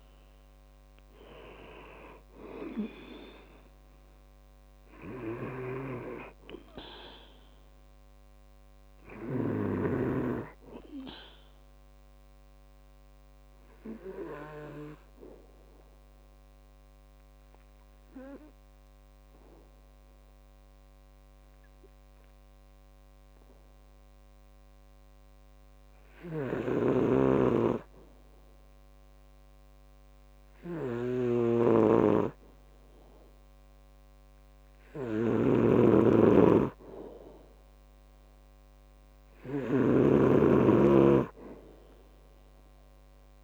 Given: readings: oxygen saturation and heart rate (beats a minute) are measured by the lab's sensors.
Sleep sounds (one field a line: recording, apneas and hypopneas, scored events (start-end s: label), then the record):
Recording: breathing in sleep by a microphone on the trachea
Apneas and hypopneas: 1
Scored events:
0.00-20.50 s: oxygen desaturation (device-marked, oxygen 91% lowest, heart rate 64 extreme)
13.00-33.50 s: obstructive apnea (oxygen 98% before, 91% lowest, heart rate 70 before, 64 extreme, up 4 after)
27.00-43.44 s: snoring (device-marked)
36.00-39.50 s: arousal
36.50-43.44 s: oxygen desaturation (device-marked, oxygen 98% before, 92% lowest, heart rate 66 before, 63 extreme)
From the record:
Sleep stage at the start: N2 (light sleep)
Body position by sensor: on the back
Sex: male